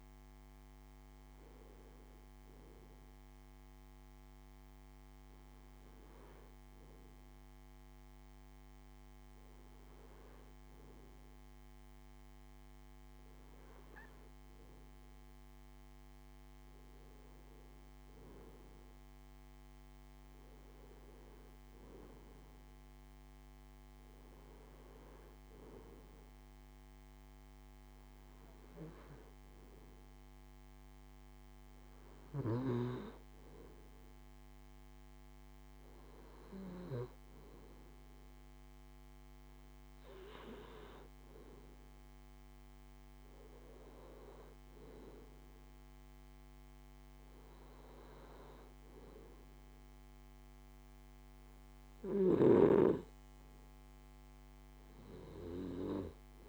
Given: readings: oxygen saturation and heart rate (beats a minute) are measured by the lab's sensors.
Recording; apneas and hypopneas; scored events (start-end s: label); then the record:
breathing in sleep by a microphone on the trachea; none
39.50-56.49 s: new sleep stage, N2 (light sleep)
From the record:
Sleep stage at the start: N1 (lightest sleep); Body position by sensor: on the left side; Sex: male